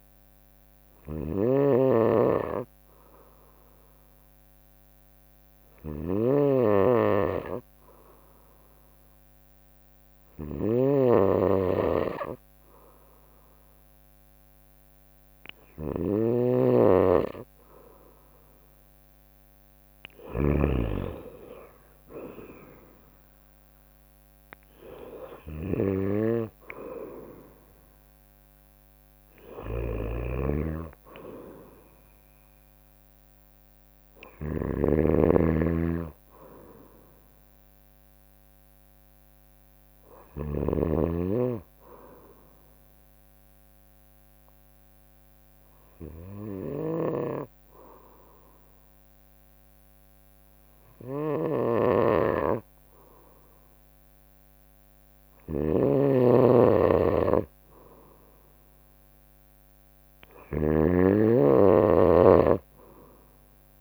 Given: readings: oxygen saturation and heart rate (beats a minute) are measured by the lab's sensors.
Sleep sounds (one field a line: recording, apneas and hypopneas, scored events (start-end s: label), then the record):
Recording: breathing in sleep by a microphone on the trachea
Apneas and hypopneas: 2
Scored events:
0.00-40.00 s: snoring (device-marked)
0.50-17.00 s: hypopnea (oxygen 95% before, 93% lowest, heart rate 62 before, 61 extreme, up 1 after)
14.50-32.50 s: drop in pulse transit time (device-marked, heart rate 61 before, 61 extreme)
21.00-25.00 s: arousal
41.00-55.50 s: obstructive apnea (oxygen 95% before, 93% lowest, heart rate 62 before, 62 extreme, up 2 after)
46.00-63.81 s: snoring (device-marked)
58.00-61.50 s: arousal
From the record:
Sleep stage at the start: N2 (light sleep)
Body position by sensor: on the right side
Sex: female